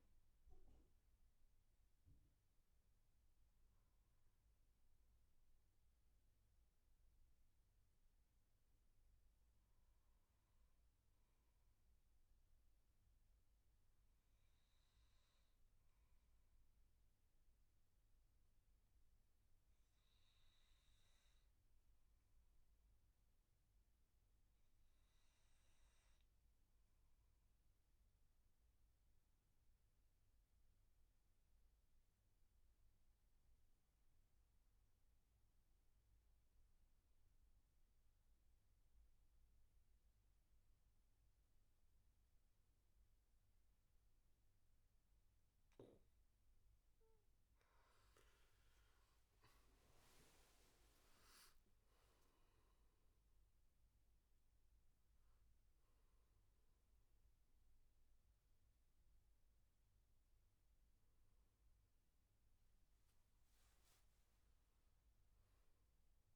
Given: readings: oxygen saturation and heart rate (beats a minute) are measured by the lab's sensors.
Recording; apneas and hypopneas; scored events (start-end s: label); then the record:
breathing in sleep, hard to hear, by a room microphone; 1
0.00-1.50 s: oxygen desaturation (device-marked, oxygen 90% lowest, heart rate 66 extreme)
16.00-45.50 s: obstructive apnea (oxygen 99% before, 90% lowest, heart rate 74 before, 74 extreme, up 15 after)
26.50-66.36 s: oxygen desaturation (device-marked, oxygen 98% before, 90% lowest, heart rate 77 before, 73 extreme)
47.50-51.50 s: arousal
From the record:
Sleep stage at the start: N2 (light sleep); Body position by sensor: on the back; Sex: male